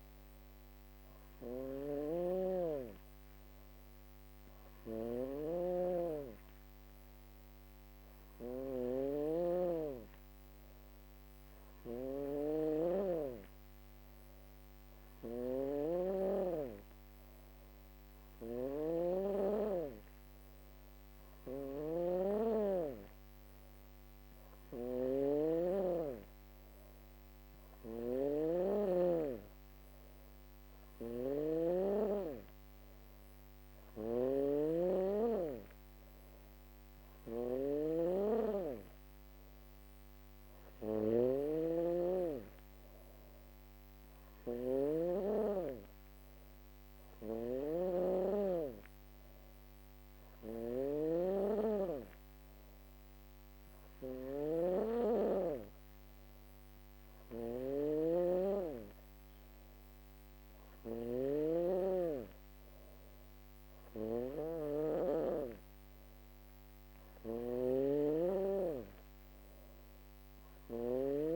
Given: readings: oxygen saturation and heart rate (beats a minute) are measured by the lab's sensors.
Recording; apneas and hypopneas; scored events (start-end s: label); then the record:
breathing in sleep by a microphone on the trachea; none
0.00-1.50 s: drop in pulse transit time (device-marked, heart rate 63 extreme)
0.00-64.00 s: snoring (device-marked)
66.00-71.36 s: snoring (device-marked)
From the record:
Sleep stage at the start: N2 (light sleep); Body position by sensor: on the back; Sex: female